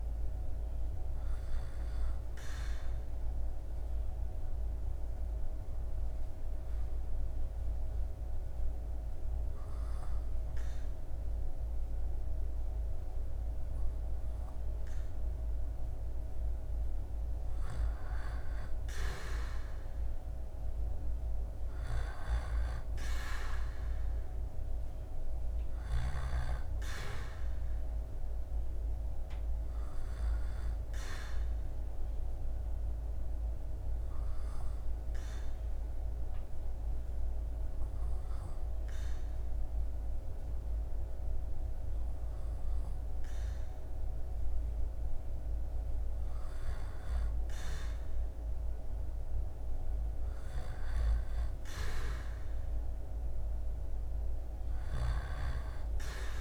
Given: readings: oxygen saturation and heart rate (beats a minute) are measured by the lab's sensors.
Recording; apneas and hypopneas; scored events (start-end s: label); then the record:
breathing in sleep by a room microphone; 2
0.00-11.50 s: oxygen desaturation (device-marked, oxygen 95% lowest, heart rate 68 extreme)
2.00-16.00 s: obstructive apnea (oxygen 99% before, 95% lowest, heart rate 73 before, 68 extreme, up 9 after)
18.50-22.50 s: arousal
31.00-45.00 s: hypopnea (oxygen 98% before, 96% lowest, heart rate 75 before, 69 extreme, up 7 after)
49.00-53.00 s: arousal
54.00-56.41 s: snoring (device-marked)
From the record:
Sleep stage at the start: N2 (light sleep); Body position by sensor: on the back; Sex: male